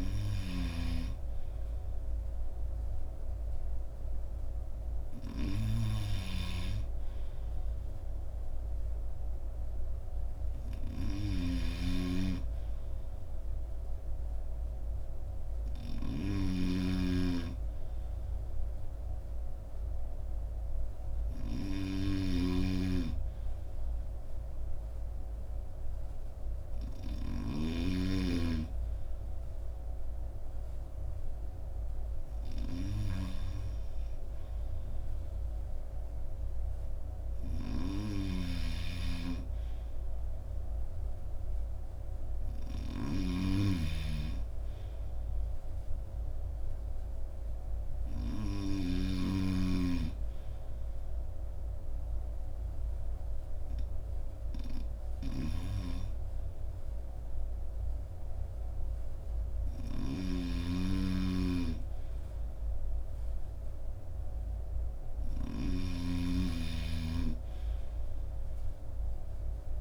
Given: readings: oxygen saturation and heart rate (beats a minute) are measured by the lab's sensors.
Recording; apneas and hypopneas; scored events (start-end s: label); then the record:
breathing in sleep by a room microphone; none
11.00-27.50 s: snoring (device-marked)
38.00-49.00 s: snoring (device-marked)
60.00-65.50 s: snoring (device-marked)
From the record:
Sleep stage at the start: N2 (light sleep); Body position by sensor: on the front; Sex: male